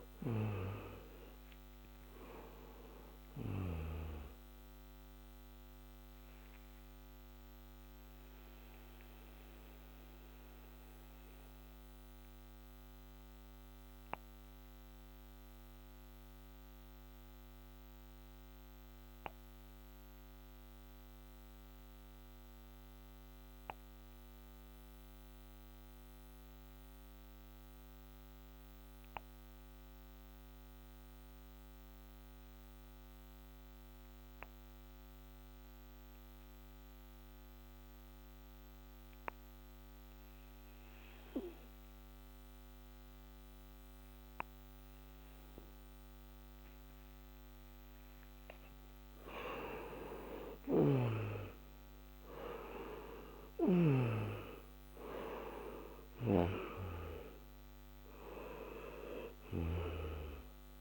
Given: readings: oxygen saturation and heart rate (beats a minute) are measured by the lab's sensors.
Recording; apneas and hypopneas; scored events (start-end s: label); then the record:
breathing in sleep by a microphone on the trachea; 1
0.00-1.50 s: arousal
6.50-47.00 s: obstructive apnea (oxygen 95% before, 85% lowest, heart rate 66 before, 55 extreme, up 18 after)
13.00-26.00 s: oxygen desaturation (device-marked, oxygen 94% before, 89% lowest, heart rate 69 before, 55 extreme)
37.00-56.00 s: oxygen desaturation (device-marked, oxygen 98% before, 94% lowest, heart rate 57 before, 57 extreme)
50.00-55.00 s: arousal
From the record:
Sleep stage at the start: N2 (light sleep); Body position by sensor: on the back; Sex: male